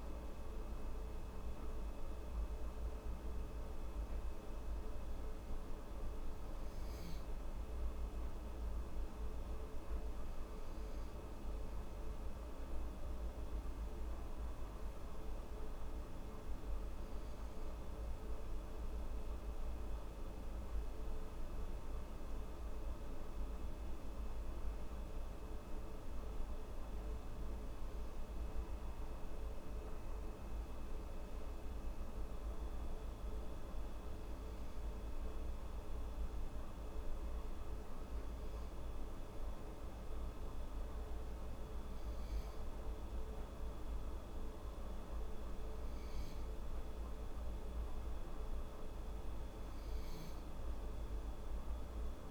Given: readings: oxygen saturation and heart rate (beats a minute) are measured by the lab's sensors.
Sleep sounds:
breathing in sleep, hard to hear, by a room microphone; none
none scored
From the record:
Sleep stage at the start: N2 (light sleep); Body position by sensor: on the back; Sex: female

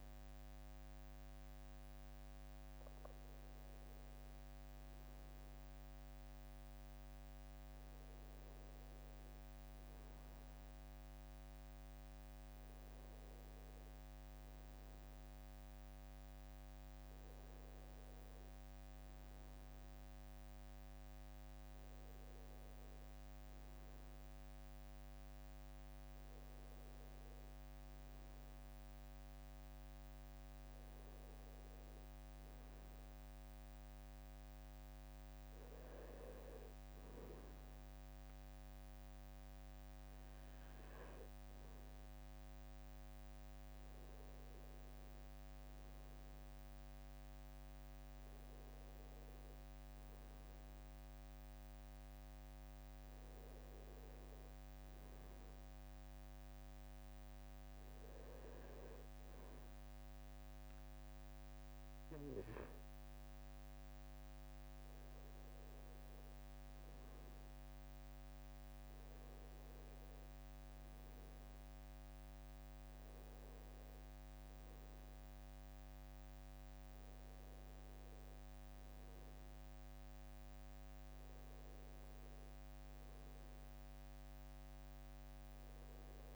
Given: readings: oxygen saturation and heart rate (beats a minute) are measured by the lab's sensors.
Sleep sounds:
a person partly awake in a sleep study, hard to hear, by a microphone on the trachea; none
40.00-86.36 s: new sleep stage, N2 (light sleep)
70.50-75.00 s: arousal
From the record:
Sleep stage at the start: awake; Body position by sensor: on the right side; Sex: male

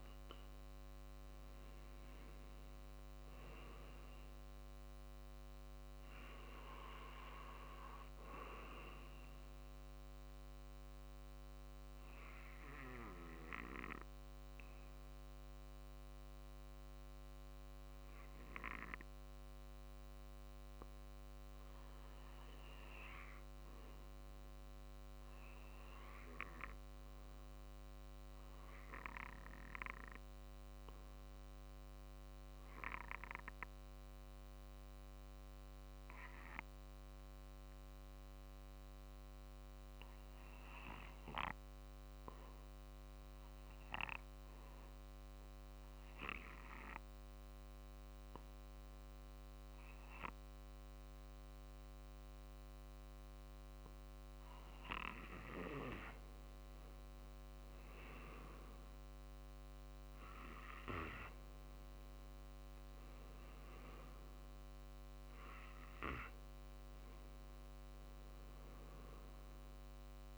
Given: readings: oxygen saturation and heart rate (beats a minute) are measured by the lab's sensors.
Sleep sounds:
breathing in sleep by a microphone on the trachea; 1
0.00-12.50 s: oxygen desaturation (device-marked, oxygen 91% lowest, heart rate 48 extreme)
0.00-20.50 s: drop in pulse transit time (device-marked, heart rate 48 extreme)
13.00-53.50 s: obstructive apnea (oxygen 94% before, 87% lowest, heart rate 52 before, 48 extreme, up 2 after)
23.50-36.50 s: oxygen desaturation (device-marked, oxygen 92% before, 87% lowest, heart rate 50 before, 48 extreme)
54.50-58.50 s: oxygen desaturation (device-marked, oxygen 95% before, 92% lowest, heart rate 50 before, 50 extreme)
57.00-61.50 s: arousal
63.50-70.38 s: drop in pulse transit time (device-marked, heart rate 51 before, 51 extreme)
From the record:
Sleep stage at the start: REM sleep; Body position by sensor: on the back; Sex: male

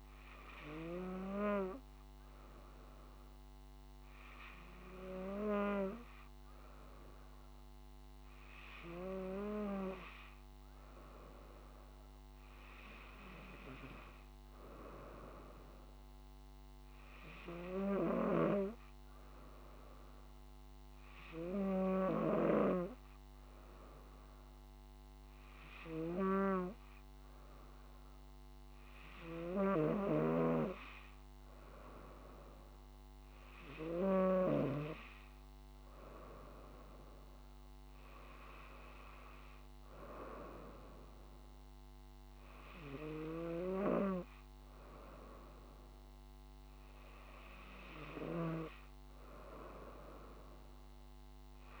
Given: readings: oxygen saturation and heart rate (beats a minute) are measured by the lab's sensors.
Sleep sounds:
breathing in sleep by a microphone on the trachea; none
none scored
From the record:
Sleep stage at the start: N2 (light sleep); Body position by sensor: on the right side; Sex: female

